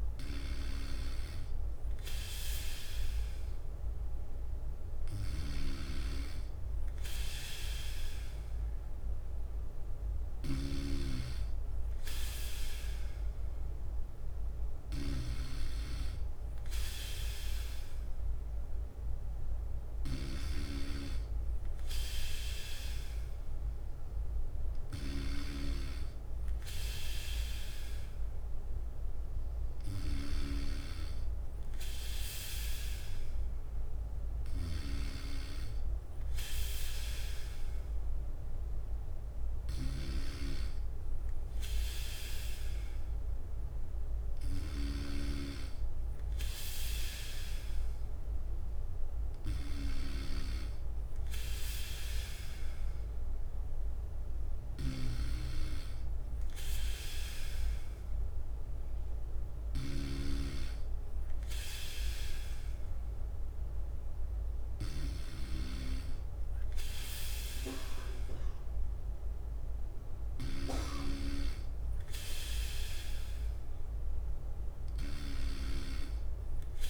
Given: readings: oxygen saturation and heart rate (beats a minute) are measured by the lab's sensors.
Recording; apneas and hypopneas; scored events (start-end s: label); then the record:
breathing in sleep by a room microphone; none
2.00-12.00 s: bradycardia (device-marked, heart rate 60 before, 58 extreme)
14.00-22.00 s: bradycardia (device-marked, heart rate 60 before, 59 extreme)
25.00-27.00 s: bradycardia (device-marked, heart rate 60 before, 60 extreme)
29.00-32.00 s: bradycardia (device-marked, heart rate 60 before, 59 extreme)
35.00-37.00 s: bradycardia (device-marked, heart rate 60 before, 60 extreme)
38.00-42.00 s: bradycardia (device-marked, heart rate 60 before, 59 extreme)
53.00-68.00 s: bradycardia (device-marked, heart rate 60 before, 58 extreme)
74.00-76.90 s: bradycardia (device-marked, heart rate 60 before, 58 extreme)
From the record:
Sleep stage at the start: N3 (deep sleep); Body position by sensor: on the back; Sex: male